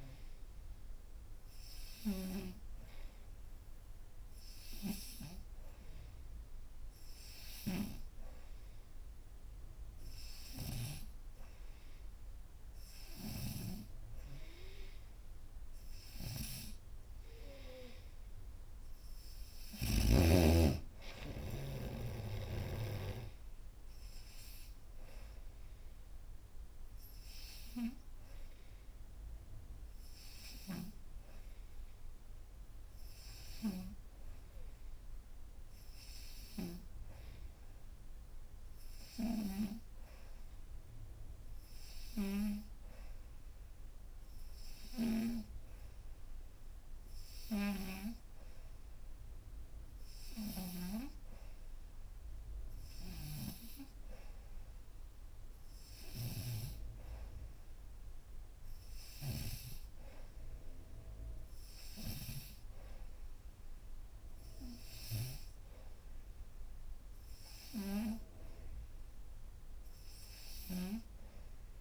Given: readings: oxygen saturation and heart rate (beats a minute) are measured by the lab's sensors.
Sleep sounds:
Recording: breathing in sleep by a room microphone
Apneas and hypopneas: none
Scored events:
7.00-13.50 s: snoring (device-marked)
56.00-70.00 s: oxygen desaturation (device-marked, oxygen 95% before, 91% lowest, heart rate 81 before, 77 extreme)
From the record:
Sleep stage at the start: N3 (deep sleep)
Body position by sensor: upright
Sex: female

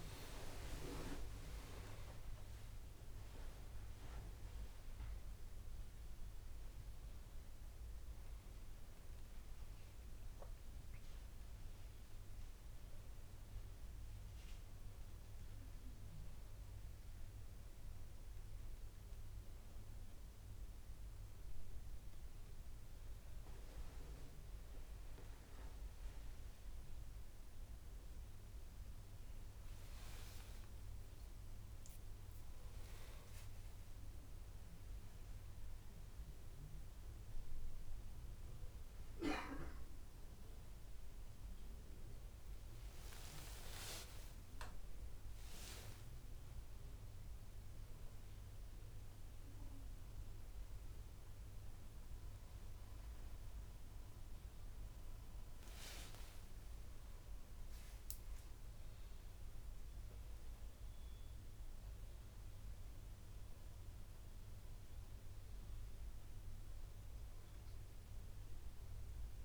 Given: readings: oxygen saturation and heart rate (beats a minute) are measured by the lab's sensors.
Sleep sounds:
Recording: a person awake in a sleep study, by a room microphone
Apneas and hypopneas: none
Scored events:
58.50-69.45 s: new sleep stage, N2 (light sleep)
From the record:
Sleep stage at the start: awake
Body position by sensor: on the back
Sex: male

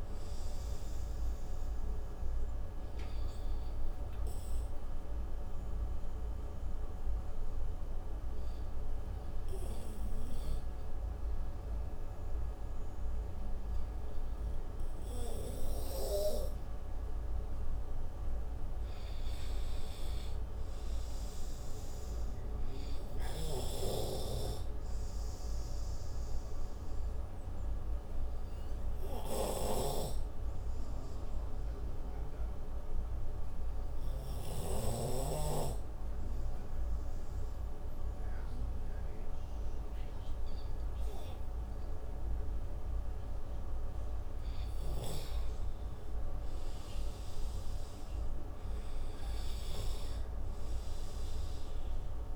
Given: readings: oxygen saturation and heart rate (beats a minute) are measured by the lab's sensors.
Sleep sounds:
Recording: breathing in sleep by a room microphone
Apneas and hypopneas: 2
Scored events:
3.00-17.00 s: oxygen desaturation (device-marked, oxygen 97% before, 91% lowest)
4.50-16.00 s: obstructive apnea (oxygen 97% before, 90% lowest)
18.50-22.00 s: arousal
24.00-39.00 s: oxygen desaturation (device-marked, oxygen 96% before, 90% lowest)
26.00-44.00 s: obstructive apnea (oxygen 97% before, 88% lowest)
46.00-52.36 s: new sleep stage, N3 (deep sleep)
46.50-51.00 s: arousal
From the record:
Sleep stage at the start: N2 (light sleep)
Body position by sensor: on the right side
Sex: male

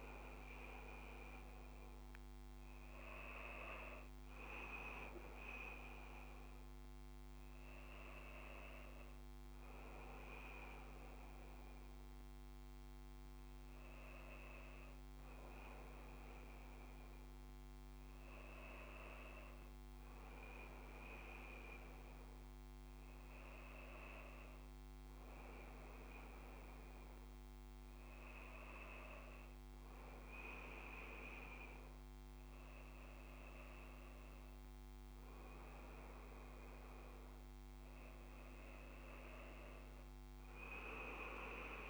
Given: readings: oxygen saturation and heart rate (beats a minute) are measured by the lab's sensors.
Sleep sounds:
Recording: breathing in sleep by a microphone on the trachea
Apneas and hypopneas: none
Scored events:
none scored
From the record:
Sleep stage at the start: N1 (lightest sleep)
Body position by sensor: on the back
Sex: male

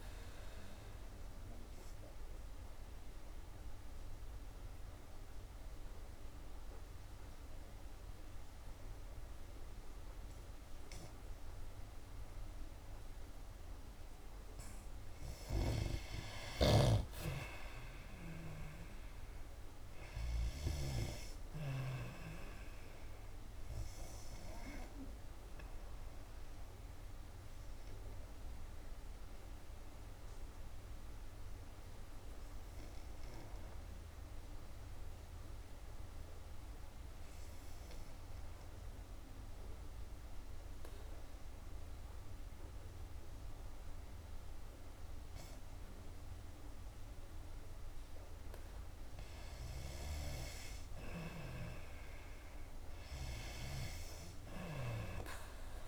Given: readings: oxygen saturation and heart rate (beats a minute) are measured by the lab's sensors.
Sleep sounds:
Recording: breathing in sleep by a room microphone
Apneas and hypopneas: 2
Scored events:
1.50-15.00 s: obstructive apnea (oxygen 94% before, 88% lowest, heart rate 64 before, 57 extreme, up 9 after)
9.50-21.50 s: oxygen desaturation (device-marked, oxygen 93% before, 89% lowest, heart rate 64 before, 60 extreme)
20.50-24.50 s: arousal
26.50-47.50 s: obstructive apnea (oxygen 93% before, 88% lowest, heart rate 62 before, 55 extreme, up 5 after)
30.50-45.50 s: oxygen desaturation (device-marked, oxygen 93% before, 88% lowest, heart rate 62 before, 55 extreme)
50.50-53.50 s: arousal
54.50-55.88 s: oxygen desaturation (device-marked, oxygen 96% before, 88% lowest, heart rate 63 before, 55 extreme)
From the record:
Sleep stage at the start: N2 (light sleep)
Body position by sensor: on the back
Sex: female

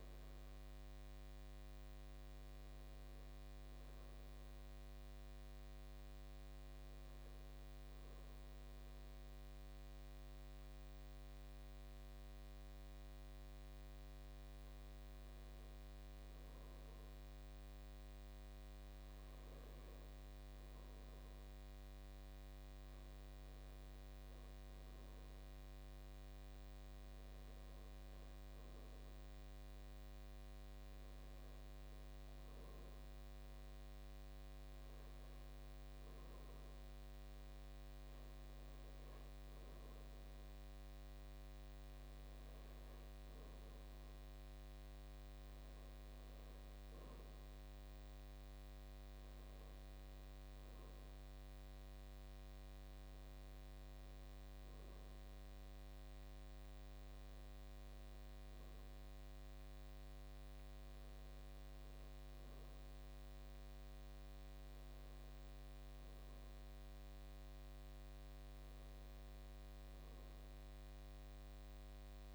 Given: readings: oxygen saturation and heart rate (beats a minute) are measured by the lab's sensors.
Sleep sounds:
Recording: breathing in sleep, hard to hear, by a microphone on the trachea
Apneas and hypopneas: 1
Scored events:
0.00-7.50 s: oxygen desaturation (device-marked, oxygen 76% lowest, heart rate 45 extreme)
5.00-20.00 s: hypopnea (oxygen 98% before, 97% lowest, heart rate 67 before, 45 extreme, up 6 after)
22.50-26.50 s: arousal
23.50-25.50 s: long interval between heartbeats (device-marked, heart rate 55 before, 52 extreme)
27.00-29.00 s: long interval between heartbeats (device-marked, heart rate 54 before, 53 extreme)
From the record:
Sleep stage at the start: N1 (lightest sleep)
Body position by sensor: on the back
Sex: male

